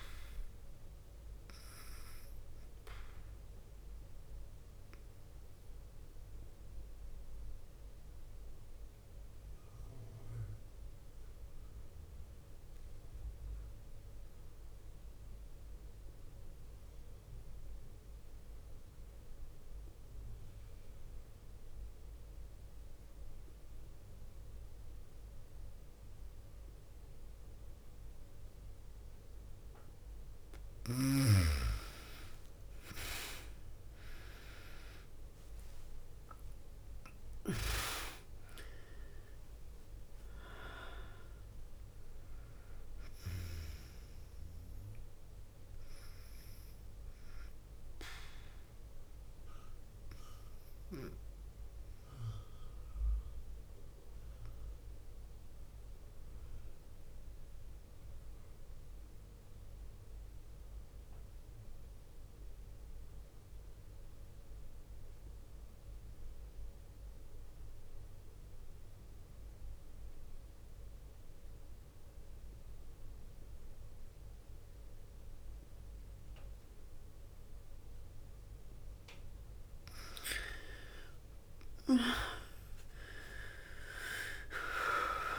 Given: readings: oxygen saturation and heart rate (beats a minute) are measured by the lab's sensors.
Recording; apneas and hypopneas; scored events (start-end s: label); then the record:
breathing in sleep by a room microphone; 2
0.00-16.00 s: oxygen desaturation (device-marked, oxygen 89% lowest, heart rate 48 extreme)
3.00-28.50 s: obstructive apnea (oxygen 100% before, 89% lowest, heart rate 58 before, 47 extreme, up 9 after)
31.00-35.50 s: arousal
31.00-64.00 s: oxygen desaturation (device-marked, oxygen 99% before, 89% lowest, heart rate 51 before, 47 extreme)
50.50-78.00 s: obstructive apnea (oxygen 99% before, 87% lowest, heart rate 58 before, 47 extreme, up 8 after)
78.00-85.39 s: oxygen desaturation (device-marked, oxygen 100% before, 87% lowest, heart rate 51 before, 49 extreme)
80.00-84.50 s: arousal
From the record:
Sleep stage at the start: N2 (light sleep); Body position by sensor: on the back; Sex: female